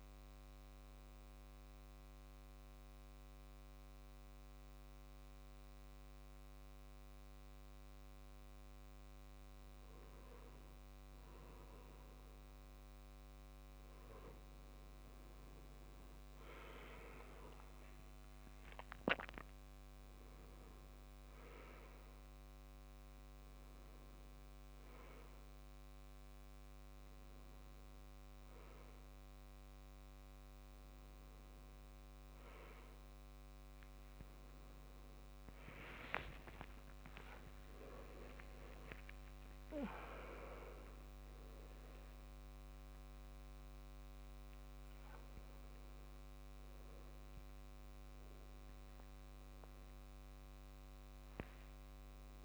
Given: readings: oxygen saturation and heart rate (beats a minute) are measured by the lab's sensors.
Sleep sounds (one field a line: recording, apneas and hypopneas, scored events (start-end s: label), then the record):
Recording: a person partly awake in a sleep study, by a microphone on the trachea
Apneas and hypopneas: 1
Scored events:
1.50-12.50 s: mixed apnea (oxygen 99% before, 93% lowest, heart rate 87 before, 78 extreme, up 5 after)
10.50-38.50 s: oxygen desaturation (device-marked, oxygen 99% before, 93% lowest, heart rate 83 before, 79 extreme)
26.50-52.45 s: new sleep stage, awake
From the record:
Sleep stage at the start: N2 (light sleep)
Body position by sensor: on the right side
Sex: male